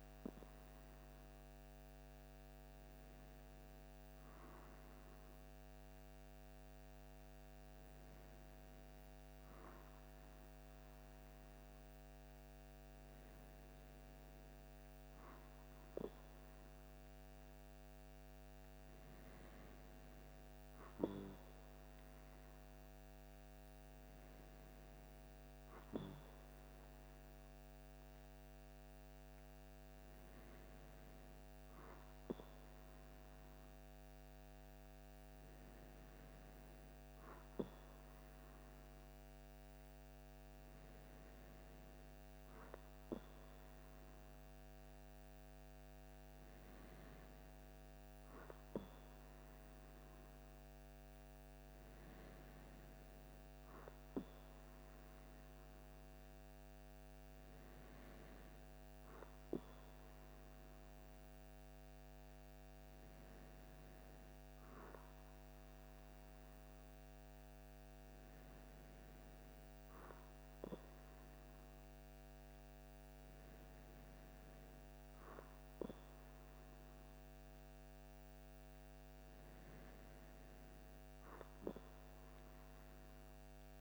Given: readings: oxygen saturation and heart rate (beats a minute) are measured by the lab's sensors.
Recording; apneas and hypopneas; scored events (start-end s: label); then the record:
breathing in sleep, hard to hear, by a microphone on the trachea; none
none scored
From the record:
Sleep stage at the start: N2 (light sleep); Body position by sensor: on the back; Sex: male